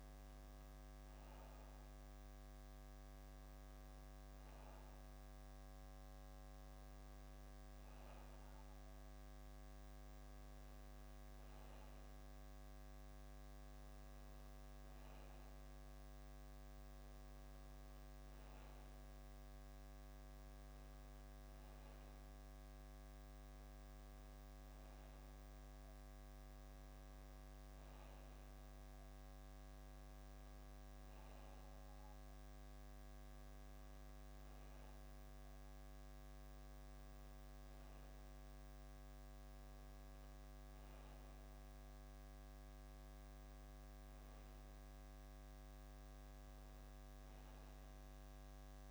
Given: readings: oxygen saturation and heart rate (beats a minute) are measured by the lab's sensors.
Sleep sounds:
breathing in sleep, hard to hear, by a microphone on the trachea; none
5.00-48.91 s: new sleep stage, N2 (light sleep)
From the record:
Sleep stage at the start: N1 (lightest sleep); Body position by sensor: on the back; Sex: male

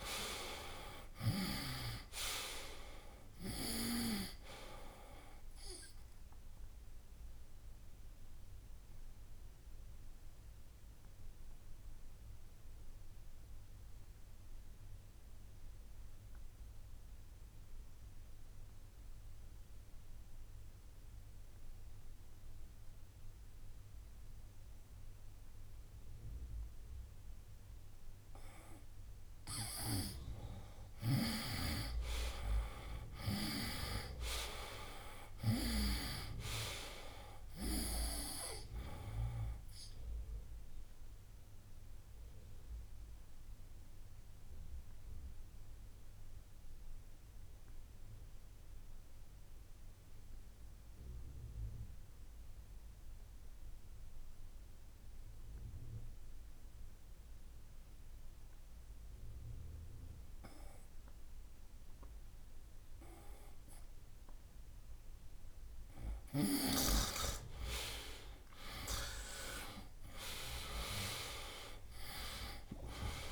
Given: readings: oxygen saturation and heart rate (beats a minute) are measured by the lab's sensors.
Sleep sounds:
breathing in sleep by a room microphone; 2
0.00-24.00 s: oxygen desaturation (device-marked, oxygen 82% lowest, heart rate 64 extreme)
8.00-29.00 s: obstructive apnea (oxygen 96% before, 82% lowest, heart rate 69 before, 64 extreme, up 9 after)
29.50-33.50 s: snoring (device-marked)
30.00-56.00 s: oxygen desaturation (device-marked, oxygen 97% before, 83% lowest, heart rate 66 before, 65 extreme)
31.00-34.50 s: arousal
41.00-65.00 s: obstructive apnea (oxygen 97% before, 83% lowest, heart rate 68 before, 64 extreme, up 7 after)
62.00-73.32 s: oxygen desaturation (device-marked, oxygen 97% before, 83% lowest, heart rate 68 before, 64 extreme)
69.50-73.32 s: arousal
From the record:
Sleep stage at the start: N2 (light sleep); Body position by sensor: on the right side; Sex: male

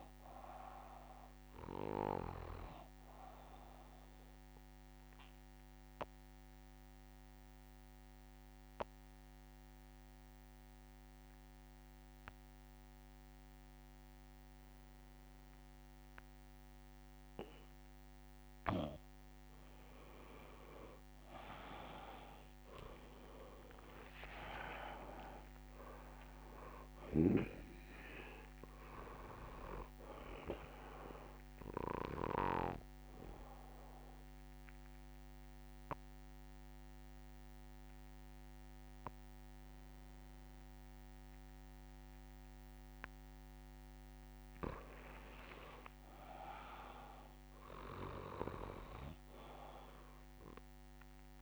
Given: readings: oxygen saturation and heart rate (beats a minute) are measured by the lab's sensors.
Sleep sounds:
breathing in sleep by a microphone on the trachea; 2
0.00-2.50 s: snoring (device-marked)
0.00-11.00 s: oxygen desaturation (device-marked, oxygen 90% lowest, heart rate 71 extreme)
5.00-17.50 s: obstructive apnea (oxygen 97% before, 89% lowest, heart rate 74 before, 71 extreme, up 3 after)
20.50-24.00 s: arousal
23.00-41.00 s: oxygen desaturation (device-marked, oxygen 98% before, 89% lowest, heart rate 73 before, 70 extreme)
32.50-43.50 s: obstructive apnea (oxygen 98% before, 89% lowest, heart rate 73 before, 70 extreme, up 7 after)
45.00-48.00 s: arousal
From the record:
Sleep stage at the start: N2 (light sleep); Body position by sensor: on the back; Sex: male

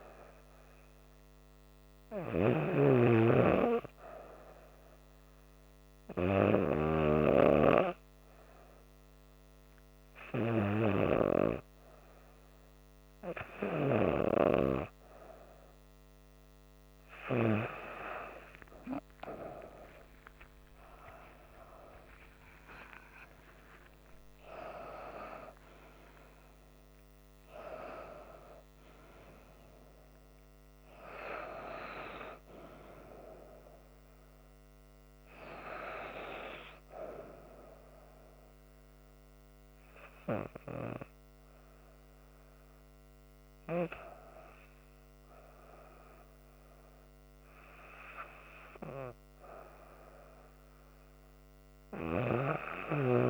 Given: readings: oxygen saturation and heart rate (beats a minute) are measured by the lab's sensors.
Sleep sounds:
breathing in sleep by a microphone on the trachea; none
19.00-24.00 s: arousal
From the record:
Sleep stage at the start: REM sleep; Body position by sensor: on the back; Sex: female

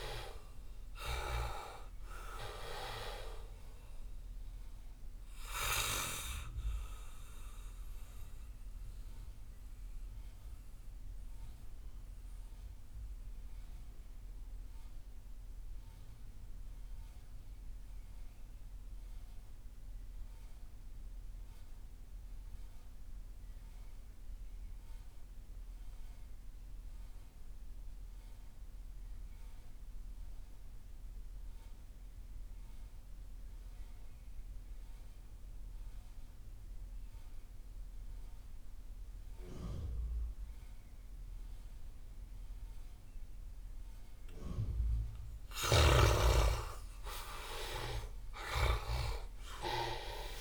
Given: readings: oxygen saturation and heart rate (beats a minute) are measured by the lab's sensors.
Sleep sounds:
breathing in sleep by a room microphone; 1
0.00-20.50 s: oxygen desaturation (device-marked, oxygen 66% lowest)
7.50-44.50 s: mixed apnea (oxygen 94% before, 66% lowest)
35.50-50.41 s: oxygen desaturation (device-marked, oxygen 98% before, 69% lowest)
45.00-48.50 s: snoring (device-marked)
46.50-50.41 s: arousal
From the record:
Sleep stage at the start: REM sleep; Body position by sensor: on the back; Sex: male

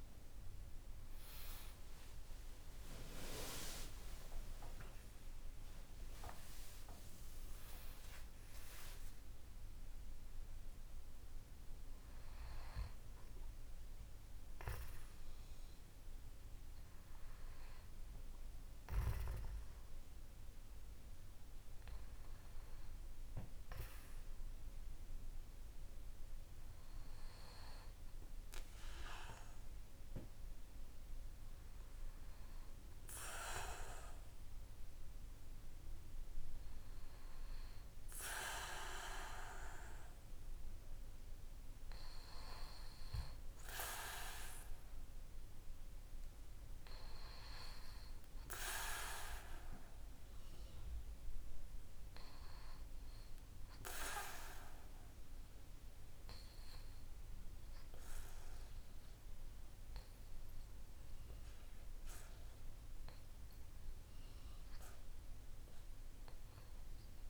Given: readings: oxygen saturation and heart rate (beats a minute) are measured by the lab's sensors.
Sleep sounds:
a person awake in a sleep study, by a room microphone; none
none scored
From the record:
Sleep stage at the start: awake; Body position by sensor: on the back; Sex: male

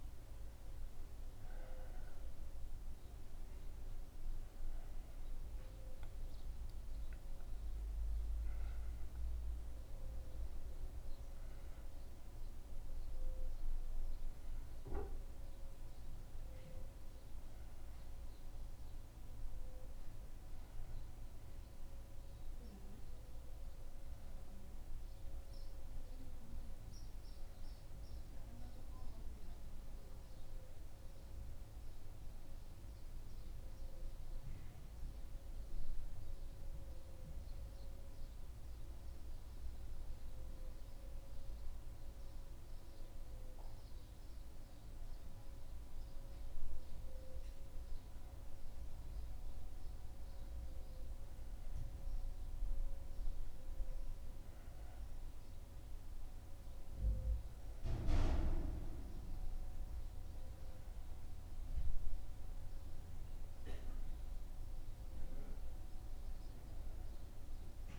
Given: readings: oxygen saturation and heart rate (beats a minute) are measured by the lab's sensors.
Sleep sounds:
breathing in sleep, hard to hear, by a room microphone; 1
26.50-41.50 s: hypopnea (oxygen 94% before, 92% lowest, heart rate 77 before, 74 extreme, up 1 after)
45.00-50.00 s: arousal
From the record:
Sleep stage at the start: N1 (lightest sleep); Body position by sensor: on the back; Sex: male

